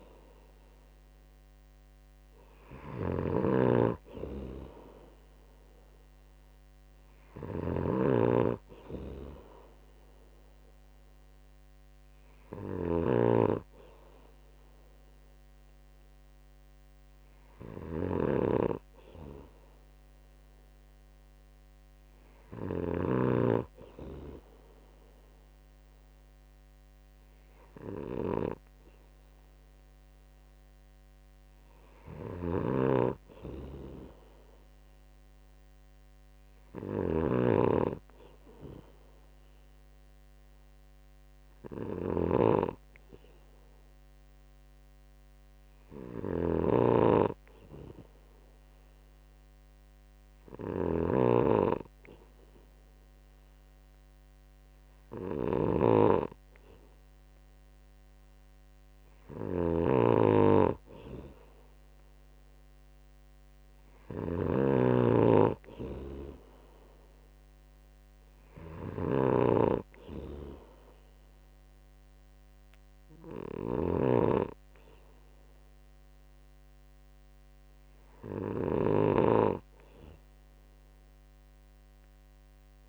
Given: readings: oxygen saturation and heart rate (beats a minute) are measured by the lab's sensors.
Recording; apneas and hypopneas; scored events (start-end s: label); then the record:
breathing in sleep by a microphone on the trachea; none
0.00-24.00 s: snoring (device-marked)
33.00-82.89 s: snoring (device-marked)
From the record:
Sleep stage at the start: N2 (light sleep); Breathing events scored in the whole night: 110 in 3.6 hours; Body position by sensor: on the right side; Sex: male